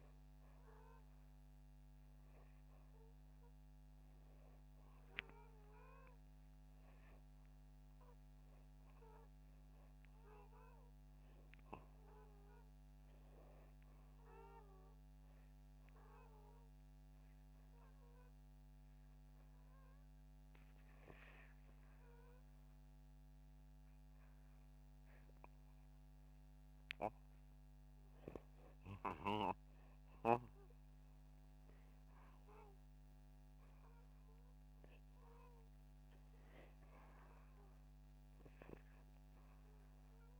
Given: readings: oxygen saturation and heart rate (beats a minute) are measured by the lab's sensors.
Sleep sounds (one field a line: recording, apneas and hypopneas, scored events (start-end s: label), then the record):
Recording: breathing in sleep by a microphone on the trachea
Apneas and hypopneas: none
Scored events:
21.00-25.00 s: arousal
From the record:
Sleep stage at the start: REM sleep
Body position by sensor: upright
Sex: male